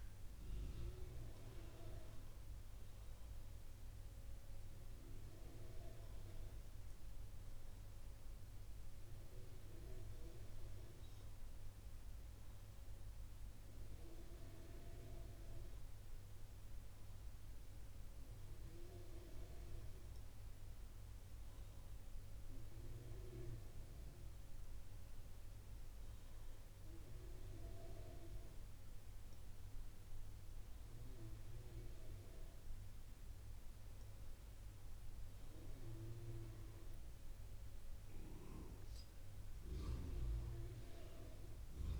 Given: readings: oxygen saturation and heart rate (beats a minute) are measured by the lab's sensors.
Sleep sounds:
breathing in sleep by a room microphone; none
0.00-2.00 s: oxygen desaturation (device-marked, oxygen 88% lowest, heart rate 62 extreme)
From the record:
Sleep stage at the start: N2 (light sleep); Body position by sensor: on the right side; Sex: female

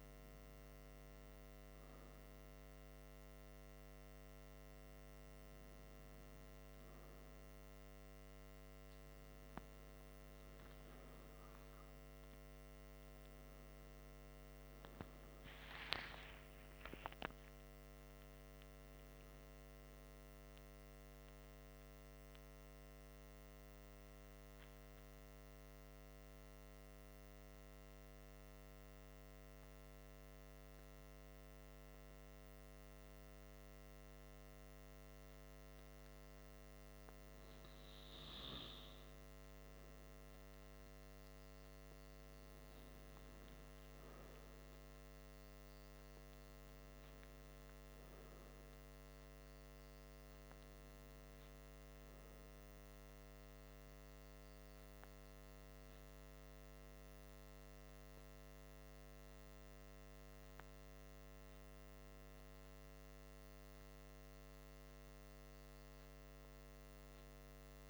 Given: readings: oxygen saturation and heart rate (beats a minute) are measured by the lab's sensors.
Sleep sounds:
breathing in sleep, hard to hear, by a microphone on the trachea; 1
12.50-16.50 s: arousal
22.00-33.00 s: hypopnea (oxygen 95% before, 90% lowest, heart rate 62 before, 51 extreme, up 4 after)
34.50-38.00 s: arousal
42.00-57.00 s: oxygen desaturation (device-marked, oxygen 96% before, 90% lowest, heart rate 54 before, 53 extreme)
From the record:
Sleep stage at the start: N2 (light sleep); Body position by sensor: on the back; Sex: male

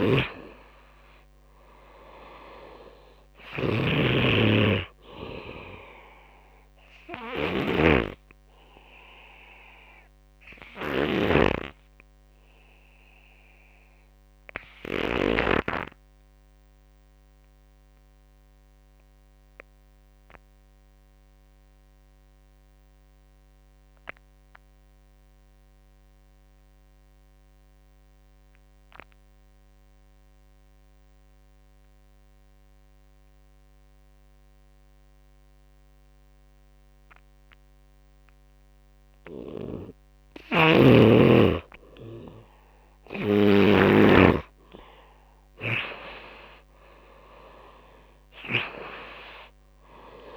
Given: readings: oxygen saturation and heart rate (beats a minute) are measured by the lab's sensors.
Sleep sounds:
breathing in sleep by a microphone on the trachea; 1
0.00-14.50 s: snoring (device-marked)
0.00-17.50 s: oxygen desaturation (device-marked, oxygen 86% lowest)
9.50-38.00 s: obstructive apnea (oxygen 99% before, 85% lowest)
34.50-50.36 s: oxygen desaturation (device-marked, oxygen 99% before, 85% lowest)
39.50-43.00 s: snoring (device-marked)
42.00-46.50 s: arousal
From the record:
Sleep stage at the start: N2 (light sleep); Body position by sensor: on the right side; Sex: male

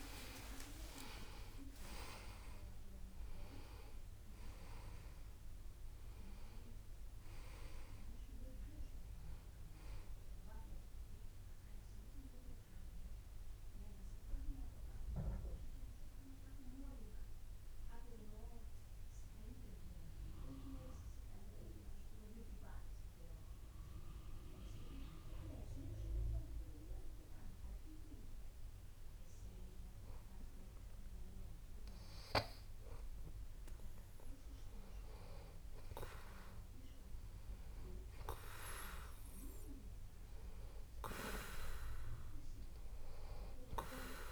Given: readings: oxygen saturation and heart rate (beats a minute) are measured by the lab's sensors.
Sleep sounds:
breathing in sleep by a room microphone; 1
1.00-6.00 s: arousal
13.50-26.50 s: obstructive apnea (oxygen 95% before, 91% lowest)
33.00-38.50 s: arousal
From the record:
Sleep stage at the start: N2 (light sleep); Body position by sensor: on the back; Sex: male

